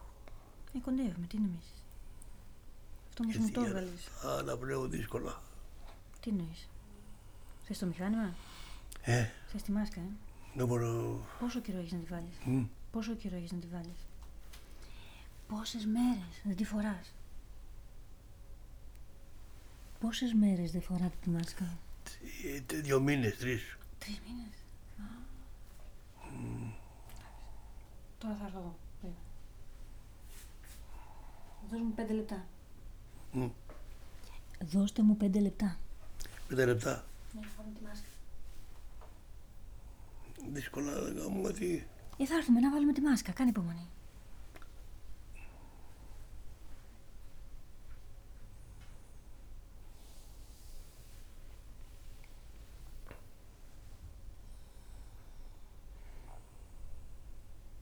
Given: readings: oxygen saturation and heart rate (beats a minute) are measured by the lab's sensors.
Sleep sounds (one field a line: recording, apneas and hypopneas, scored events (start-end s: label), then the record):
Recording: a person awake in a sleep study, by a room microphone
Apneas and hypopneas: none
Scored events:
4.50-11.00 s: snoring (device-marked)
33.00-40.50 s: snoring (device-marked)
From the record:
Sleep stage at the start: awake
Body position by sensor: on the back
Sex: male